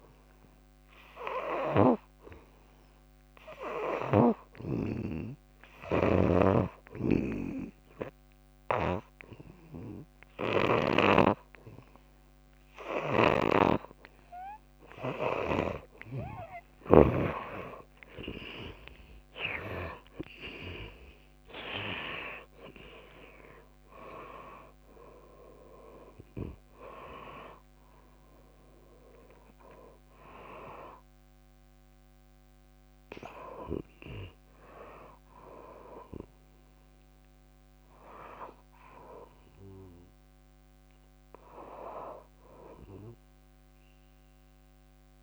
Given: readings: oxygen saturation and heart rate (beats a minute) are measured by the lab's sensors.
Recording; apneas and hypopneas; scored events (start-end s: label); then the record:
breathing in sleep by a microphone on the trachea; 1
0.00-4.00 s: oxygen desaturation (device-marked, oxygen 81% lowest, heart rate 68 extreme)
0.00-11.00 s: snoring (device-marked)
4.50-15.00 s: hypopnea (oxygen 96% before, 81% lowest, heart rate 69 before, 68 extreme, up 34 after)
11.00-20.00 s: oxygen desaturation (device-marked, oxygen 87% before, 81% lowest, heart rate 69 before, 67 extreme)
13.00-17.00 s: snoring (device-marked)
17.50-19.50 s: long interval between heartbeats (device-marked, heart rate 69 before, 77 extreme)
18.00-20.00 s: tachycardia (device-marked, heart rate 65 before, 99 extreme)
23.00-28.00 s: arousal
25.00-39.00 s: oxygen desaturation (device-marked, oxygen 84% before, 81% lowest, heart rate 79 before, 57 extreme)
26.00-28.00 s: tachycardia (device-marked, heart rate 66 before, 90 extreme)
29.00-31.00 s: long interval between heartbeats (device-marked, heart rate 83 before, 106 extreme)
From the record:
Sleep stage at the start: N2 (light sleep); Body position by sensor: on the back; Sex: female